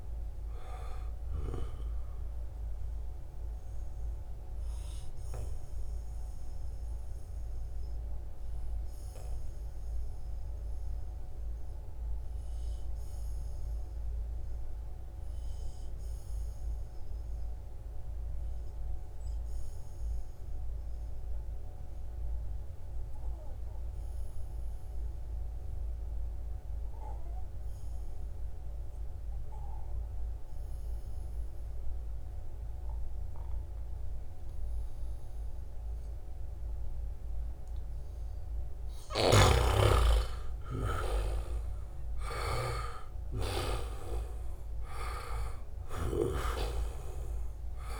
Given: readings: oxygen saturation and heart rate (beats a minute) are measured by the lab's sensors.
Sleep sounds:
breathing in sleep by a room microphone; 1
0.00-12.50 s: oxygen desaturation (device-marked, oxygen 87% lowest, heart rate 60 extreme)
3.00-38.00 s: mixed apnea (oxygen 96% before, 87% lowest, heart rate 70 before, 62 extreme, up 12 after)
34.50-48.00 s: oxygen desaturation (device-marked, oxygen 97% before, 89% lowest, heart rate 64 before, 60 extreme)
38.00-43.00 s: snoring (device-marked)
39.00-45.50 s: arousal
45.00-48.00 s: snoring (device-marked)
From the record:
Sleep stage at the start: N2 (light sleep); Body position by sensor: on the back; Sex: male

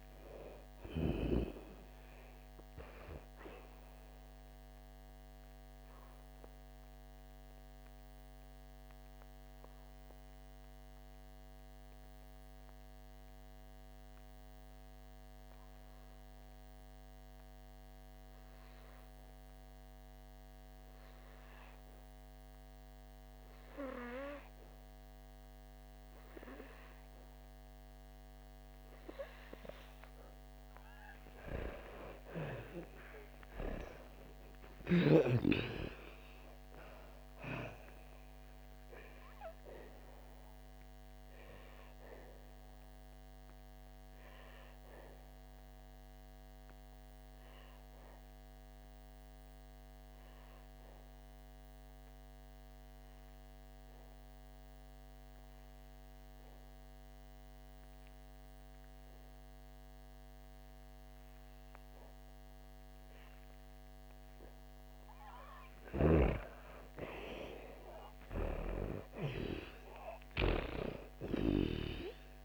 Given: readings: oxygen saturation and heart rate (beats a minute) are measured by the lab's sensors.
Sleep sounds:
breathing in sleep by a microphone on the trachea; 2
0.00-1.50 s: snoring (device-marked)
3.00-23.00 s: oxygen desaturation (device-marked, oxygen 97% before, 84% lowest, heart rate 65 before, 56 extreme)
6.50-29.50 s: obstructive apnea (oxygen 97% before, 84% lowest, heart rate 67 before, 56 extreme, up 5 after)
31.00-36.00 s: arousal
33.00-62.00 s: oxygen desaturation (device-marked, oxygen 98% before, 86% lowest, heart rate 59 before, 55 extreme)
41.00-64.50 s: obstructive apnea (oxygen 98% before, 85% lowest, heart rate 60 before, 55 extreme, up 13 after)
68.00-72.00 s: arousal
70.00-72.45 s: oxygen desaturation (device-marked, oxygen 98% before, 85% lowest, heart rate 58 before, 55 extreme)
From the record:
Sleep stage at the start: N2 (light sleep); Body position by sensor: on the back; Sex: female

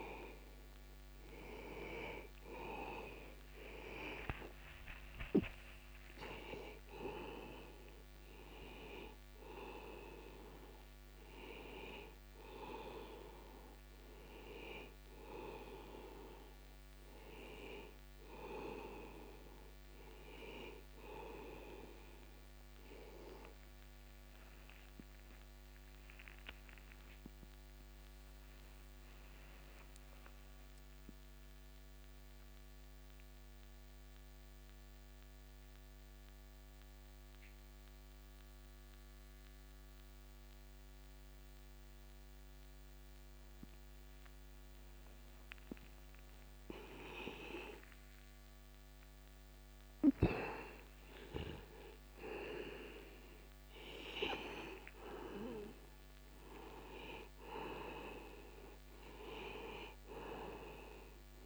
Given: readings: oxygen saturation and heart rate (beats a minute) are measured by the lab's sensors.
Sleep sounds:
breathing in sleep by a microphone on the trachea; 1
6.00-36.00 s: oxygen desaturation (device-marked, oxygen 97% before, 89% lowest)
25.00-46.00 s: obstructive apnea (oxygen 97% before, 90% lowest, heart rate 41 before, 61 extreme, up 7 after)
47.50-51.50 s: arousal
60.00-61.46 s: oxygen desaturation (device-marked, oxygen 99% before, 91% lowest, heart rate 68 before, 65 extreme)
From the record:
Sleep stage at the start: N2 (light sleep); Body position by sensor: on the back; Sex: male

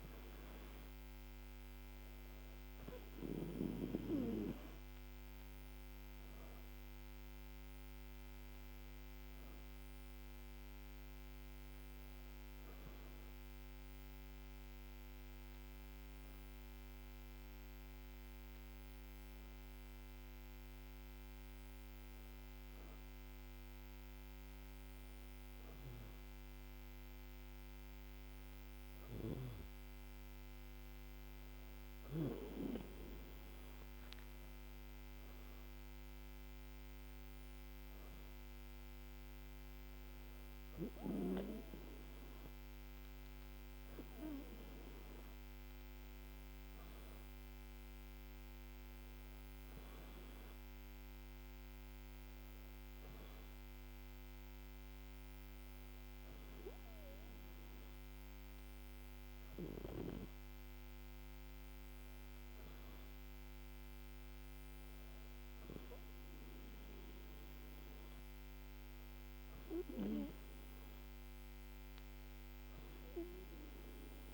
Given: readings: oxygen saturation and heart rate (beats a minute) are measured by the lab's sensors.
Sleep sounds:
breathing in sleep by a microphone on the trachea; none
none scored
From the record:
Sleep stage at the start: N2 (light sleep); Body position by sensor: on the back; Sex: female

